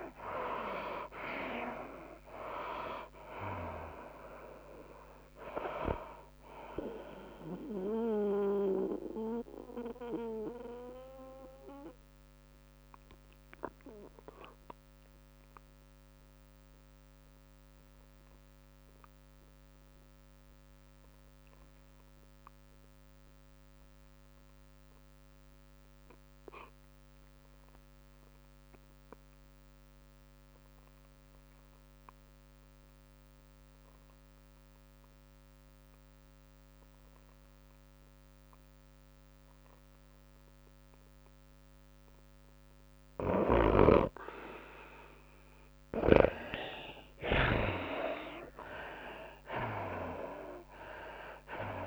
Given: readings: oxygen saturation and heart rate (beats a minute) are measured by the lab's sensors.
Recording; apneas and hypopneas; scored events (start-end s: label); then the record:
breathing in sleep by a microphone on the trachea; 1
0.00-10.00 s: oxygen desaturation (device-marked, oxygen 62% lowest, heart rate 98 extreme)
0.00-17.00 s: drop in pulse transit time (device-marked, heart rate 102 before, 103 extreme)
0.00-51.87 s: tachycardia (device-marked, heart rate 123 extreme)
9.50-42.00 s: obstructive apnea (oxygen 81% before, 63% lowest, heart rate 105 before, 102 extreme, up 11 after)
19.00-51.87 s: oxygen desaturation (device-marked, oxygen 98% before, 63% lowest, heart rate 113 before, 96 extreme)
45.00-50.00 s: arousal
48.00-50.00 s: long interval between heartbeats (device-marked, heart rate 105 before, 113 extreme)
49.00-51.87 s: drop in pulse transit time (device-marked, heart rate 105 before, 112 extreme)
From the record:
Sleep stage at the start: N2 (light sleep); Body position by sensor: on the back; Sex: female